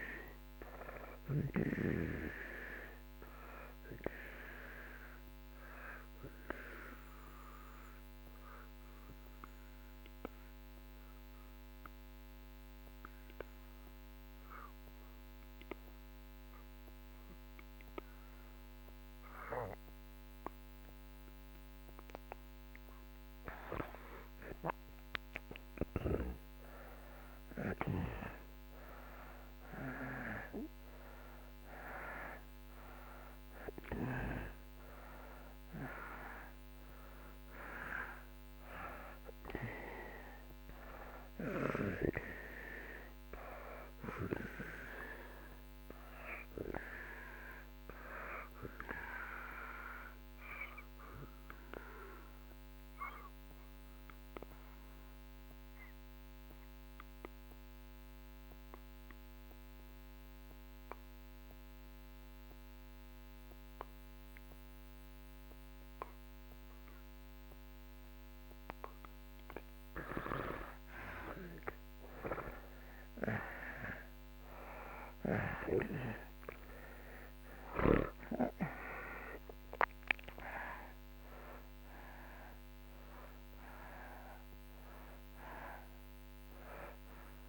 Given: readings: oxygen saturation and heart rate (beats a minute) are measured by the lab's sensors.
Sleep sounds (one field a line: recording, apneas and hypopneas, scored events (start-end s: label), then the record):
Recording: breathing in sleep by a microphone on the trachea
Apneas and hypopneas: 2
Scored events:
0.00-15.00 s: oxygen desaturation (device-marked, oxygen 81% lowest)
7.00-23.50 s: obstructive apnea (oxygen 95% before, 83% lowest)
27.00-32.00 s: arousal
32.00-59.00 s: oxygen desaturation (device-marked, oxygen 95% before, 83% lowest)
50.00-68.50 s: obstructive apnea (oxygen 95% before, 80% lowest)
71.50-76.50 s: arousal
75.00-87.48 s: oxygen desaturation (device-marked, oxygen 95% before, 80% lowest)
From the record:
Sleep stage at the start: N2 (light sleep)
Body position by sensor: on the back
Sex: male